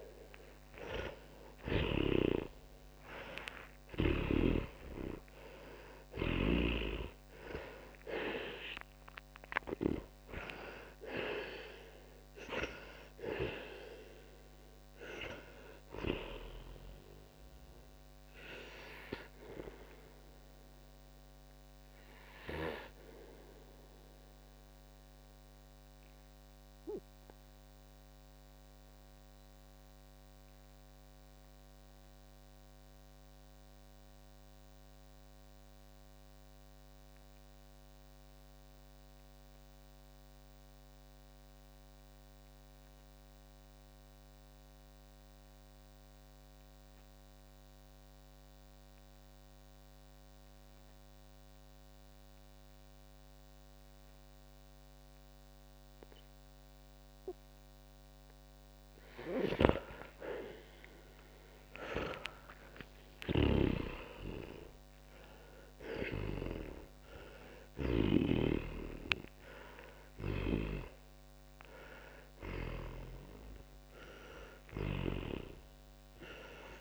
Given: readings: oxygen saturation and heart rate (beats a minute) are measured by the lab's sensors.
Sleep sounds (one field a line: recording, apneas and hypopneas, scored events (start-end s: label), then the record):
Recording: breathing in sleep by a microphone on the trachea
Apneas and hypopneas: 1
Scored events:
0.00-2.00 s: snoring (device-marked)
0.00-3.00 s: arousal
0.00-50.00 s: oxygen desaturation (device-marked, oxygen 77% lowest, heart rate 38 extreme)
6.50-10.00 s: snoring (device-marked)
18.50-58.00 s: mixed apnea (oxygen 94% before, 77% lowest, heart rate 72 before, 49 extreme, up 17 after)
59.50-68.00 s: snoring (device-marked)
60.50-65.00 s: arousal
69.00-76.81 s: oxygen desaturation (device-marked, oxygen 98% before, 93% lowest, heart rate 62 before, 44 extreme)
From the record:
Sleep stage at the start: N2 (light sleep)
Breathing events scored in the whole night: 227 in 5.8 hours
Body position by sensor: on the back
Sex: male